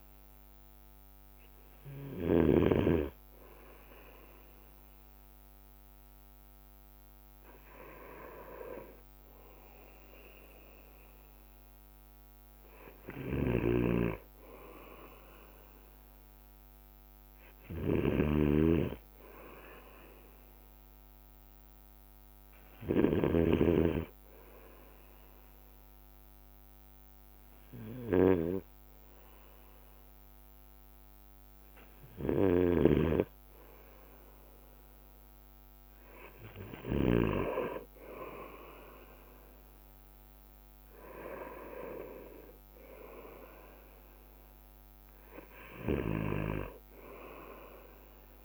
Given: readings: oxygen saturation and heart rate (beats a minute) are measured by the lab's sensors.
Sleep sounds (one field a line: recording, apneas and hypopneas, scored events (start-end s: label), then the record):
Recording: breathing in sleep by a microphone on the trachea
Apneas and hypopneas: none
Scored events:
0.00-2.50 s: snoring (device-marked)
0.00-8.50 s: bradycardia (device-marked, heart rate 54 extreme)
9.50-19.50 s: drop in pulse transit time (device-marked, heart rate 56 before, 54 extreme)
9.50-39.50 s: bradycardia (device-marked, heart rate 58 before, 54 extreme)
13.50-37.50 s: snoring (device-marked)
42.50-48.45 s: bradycardia (device-marked, heart rate 58 before, 53 extreme)
46.00-48.45 s: snoring (device-marked)
From the record:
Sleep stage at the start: N2 (light sleep)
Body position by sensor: on the right side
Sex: male